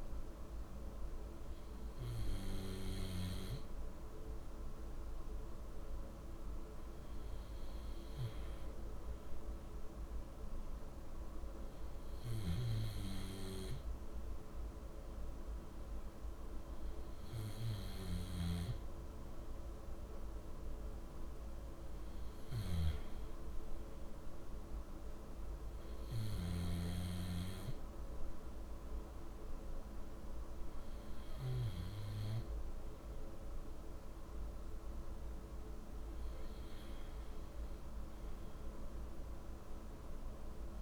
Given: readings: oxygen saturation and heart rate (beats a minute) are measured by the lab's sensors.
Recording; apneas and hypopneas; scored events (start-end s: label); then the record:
breathing in sleep, hard to hear, by a room microphone; none
18.00-23.00 s: snoring (device-marked)
39.50-40.82 s: new sleep stage, REM sleep
From the record:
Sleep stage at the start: N2 (light sleep); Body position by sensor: on the back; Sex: male